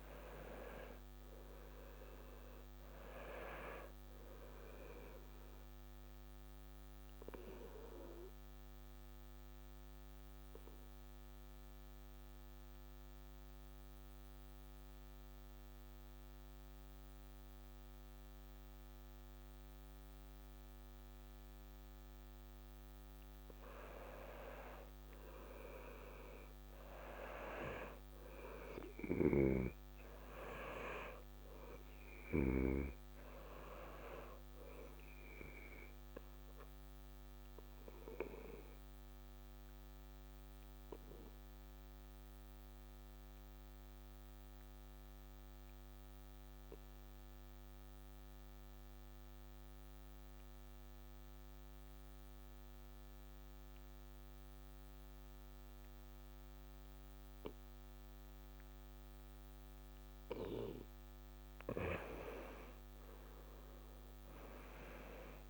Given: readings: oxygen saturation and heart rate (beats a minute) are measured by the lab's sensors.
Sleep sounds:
breathing in sleep by a microphone on the trachea; 2
0.00-16.50 s: oxygen desaturation (device-marked, oxygen 85% lowest, heart rate 65 extreme)
5.50-22.50 s: obstructive apnea (oxygen 97% before, 84% lowest, heart rate 70 before, 65 extreme, up 4 after)
23.50-27.00 s: arousal
29.00-32.50 s: snoring (device-marked)
31.50-46.50 s: oxygen desaturation (device-marked, oxygen 97% before, 90% lowest, heart rate 68 before, 63 extreme)
35.50-60.00 s: obstructive apnea (oxygen 97% before, 84% lowest, heart rate 67 before, 63 extreme, up 10 after)
56.50-65.50 s: oxygen desaturation (device-marked, oxygen 96% before, 84% lowest, heart rate 66 before, 63 extreme)
62.00-65.50 s: arousal
From the record:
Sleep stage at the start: N2 (light sleep); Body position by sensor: on the back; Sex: male

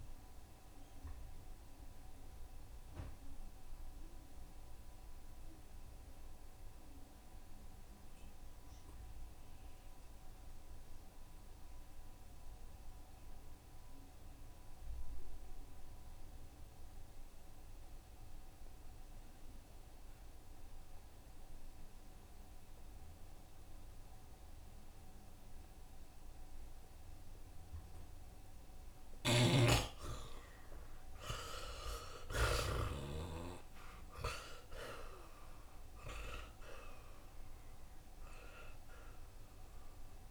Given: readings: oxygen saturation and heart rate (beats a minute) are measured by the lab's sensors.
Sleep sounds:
breathing in sleep by a room microphone; 1
0.00-15.50 s: oxygen desaturation (device-marked, oxygen 57% lowest)
0.00-40.31 s: bradycardia (device-marked)
1.00-28.00 s: mixed apnea (oxygen 82% before, 55% lowest)
3.50-5.50 s: long interval between heartbeats (device-marked, heart rate 37 before, 39 extreme)
9.50-11.50 s: long interval between heartbeats (device-marked, heart rate 40 before, 32 extreme)
17.50-40.31 s: oxygen desaturation (device-marked, oxygen 83% before, 55% lowest)
30.00-33.50 s: arousal
32.00-34.00 s: long interval between heartbeats (device-marked)
38.50-40.31 s: long interval between heartbeats (device-marked)
From the record:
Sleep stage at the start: N2 (light sleep); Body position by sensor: on the right side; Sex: male

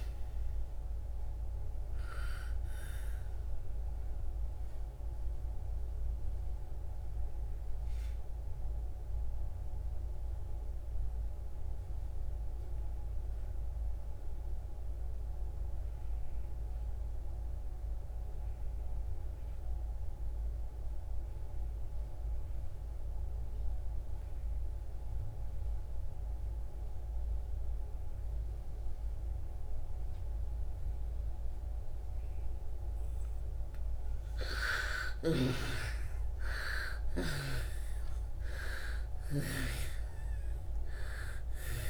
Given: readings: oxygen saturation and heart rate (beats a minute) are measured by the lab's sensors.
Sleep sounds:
breathing in sleep by a room microphone; 1
0.00-20.00 s: oxygen desaturation (device-marked, oxygen 75% lowest, heart rate 57 extreme)
3.50-33.00 s: obstructive apnea (oxygen 98% before, 75% lowest, heart rate 68 before, 57 extreme, up 19 after)
27.00-41.89 s: oxygen desaturation (device-marked, oxygen 98% before, 76% lowest, heart rate 60 before, 57 extreme)
34.50-39.00 s: arousal
From the record:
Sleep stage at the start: N2 (light sleep); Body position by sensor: on the back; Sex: female

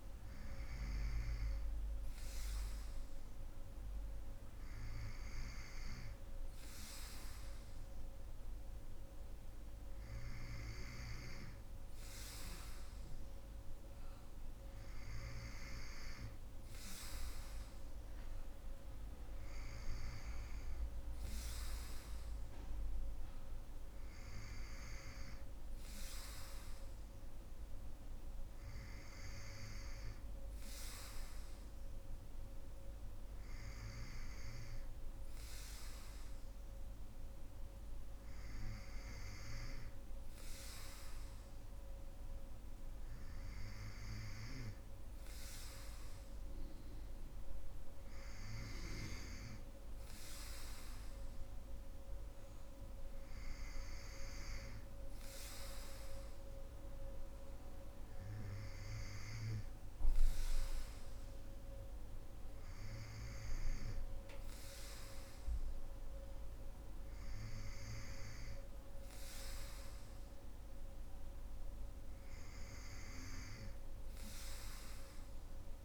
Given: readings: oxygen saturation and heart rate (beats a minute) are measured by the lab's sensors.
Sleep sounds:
breathing in sleep by a room microphone; none
none scored
From the record:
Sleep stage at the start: N2 (light sleep); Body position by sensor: on the right side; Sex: female

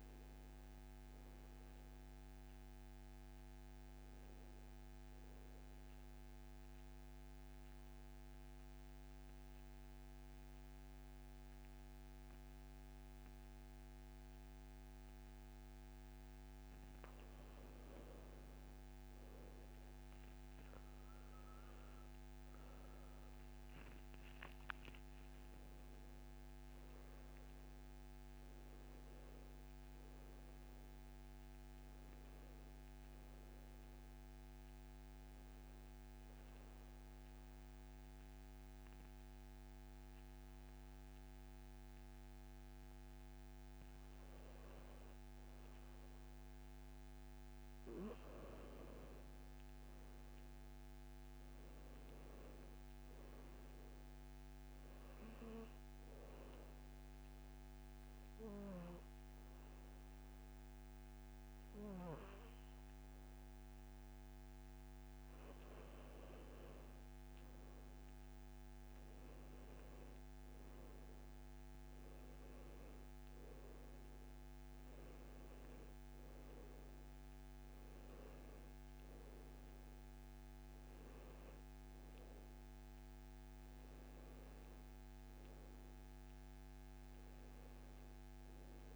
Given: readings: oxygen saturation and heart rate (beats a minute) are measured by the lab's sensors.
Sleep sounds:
breathing in sleep, hard to hear, by a microphone on the trachea; 3
0.00-6.00 s: oxygen desaturation (device-marked, oxygen 87% lowest, heart rate 63 extreme)
5.50-17.00 s: mixed apnea (oxygen 96% before, 92% lowest, heart rate 76 before, 63 extreme, up 5 after)
19.50-22.50 s: arousal
22.00-40.00 s: oxygen desaturation (device-marked, oxygen 99% before, 92% lowest, heart rate 67 before, 62 extreme)
36.00-46.00 s: obstructive apnea (oxygen 99% before, 92% lowest, heart rate 70 before, 62 extreme, up 7 after)
49.00-52.50 s: arousal
54.00-69.00 s: oxygen desaturation (device-marked, oxygen 97% before, 93% lowest, heart rate 67 before, 64 extreme)
56.50-66.50 s: obstructive apnea (oxygen 98% before, 91% lowest, heart rate 66 before, 64 extreme, up 8 after)
69.00-72.50 s: arousal
71.00-84.00 s: oxygen desaturation (device-marked, oxygen 96% before, 92% lowest, heart rate 67 before, 64 extreme)
86.50-88.96 s: arousal
From the record:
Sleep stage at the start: N2 (light sleep); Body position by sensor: on the back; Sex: male

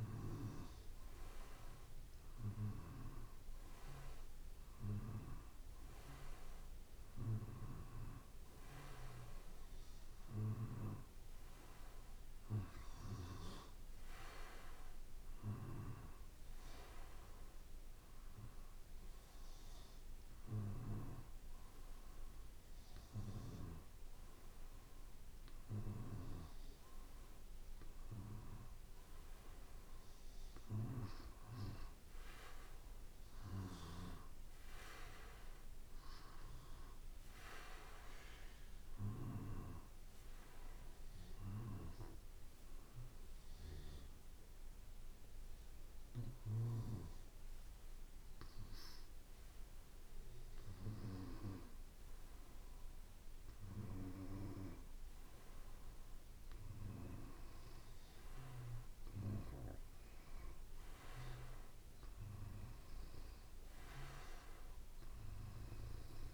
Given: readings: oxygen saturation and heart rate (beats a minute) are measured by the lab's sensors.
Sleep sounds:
breathing in sleep by a room microphone; 1
43.50-59.50 s: hypopnea (oxygen 94% before, 92% lowest, heart rate 55 before, 54 extreme, up 2 after)
62.00-65.50 s: arousal
From the record:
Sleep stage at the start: N2 (light sleep); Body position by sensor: on the back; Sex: male

